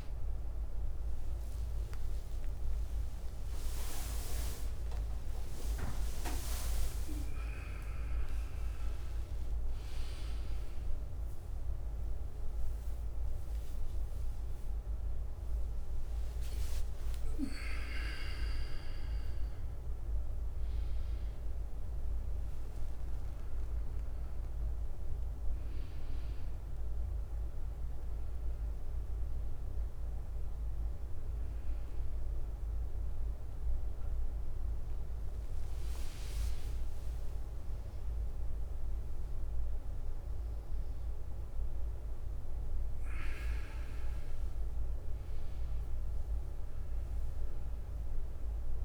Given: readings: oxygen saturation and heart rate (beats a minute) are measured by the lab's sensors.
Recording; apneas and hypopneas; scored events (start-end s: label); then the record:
a person awake in a sleep study, by a room microphone; none
0.00-20.00 s: drop in pulse transit time (device-marked, heart rate 50 before, 71 extreme)
1.00-48.85 s: new sleep stage, awake
15.00-17.50 s: leg movement (device-marked)
34.50-38.50 s: leg movement (device-marked)
42.50-46.00 s: leg movement (device-marked)
From the record:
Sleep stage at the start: N2 (light sleep); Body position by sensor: on the back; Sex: male